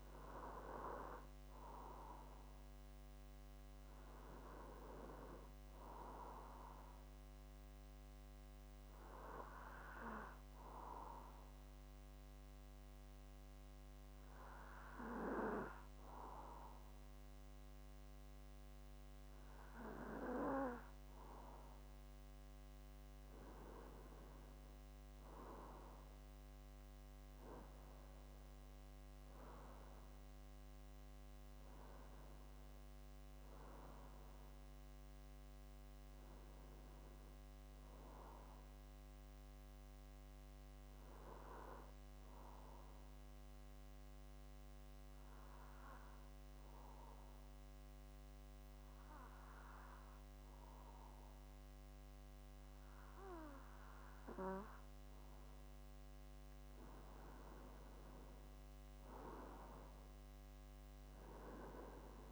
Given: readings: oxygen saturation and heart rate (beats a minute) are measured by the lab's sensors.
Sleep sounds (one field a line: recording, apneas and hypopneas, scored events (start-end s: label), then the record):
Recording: breathing in sleep by a microphone on the trachea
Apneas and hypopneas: 2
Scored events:
8.00-20.50 s: hypopnea (oxygen 95% before, 91% lowest)
23.00-26.00 s: arousal
42.50-55.00 s: obstructive apnea (oxygen 95% before, 91% lowest)
57.00-60.50 s: arousal
From the record:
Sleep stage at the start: N2 (light sleep)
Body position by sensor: on the back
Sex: male